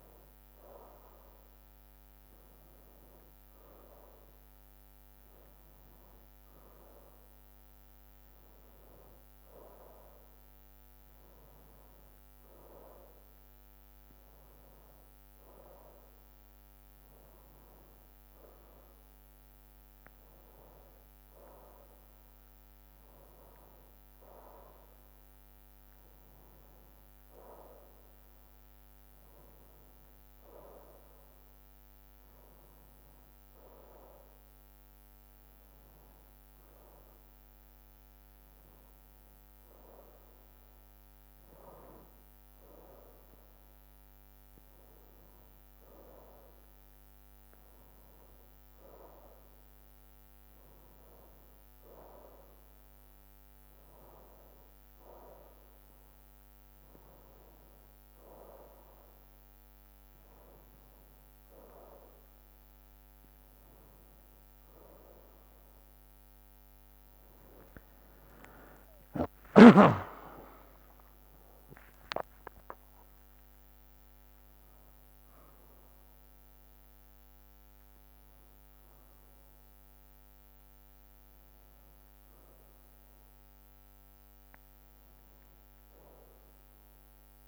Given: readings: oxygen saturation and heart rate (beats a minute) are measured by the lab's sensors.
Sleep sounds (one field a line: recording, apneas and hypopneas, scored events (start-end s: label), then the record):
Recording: a person awake in a sleep study, by a microphone on the trachea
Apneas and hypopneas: none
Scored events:
68.50-79.50 s: drop in pulse transit time (device-marked, heart rate 62 before, 64 extreme)
From the record:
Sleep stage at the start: awake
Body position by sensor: on the right side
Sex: male